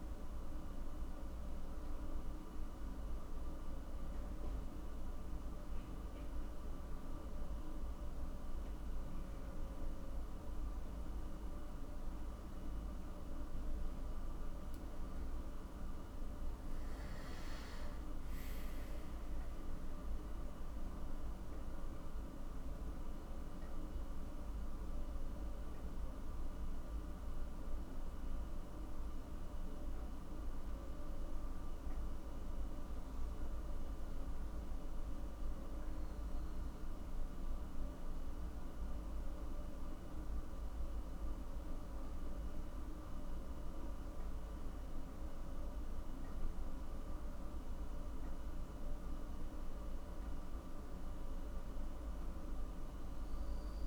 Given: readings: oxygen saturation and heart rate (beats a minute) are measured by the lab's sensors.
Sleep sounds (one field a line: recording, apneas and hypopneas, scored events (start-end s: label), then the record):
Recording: breathing in sleep, hard to hear, by a room microphone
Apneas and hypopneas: none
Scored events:
none scored
From the record:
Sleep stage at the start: N1 (lightest sleep)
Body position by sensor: on the back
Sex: male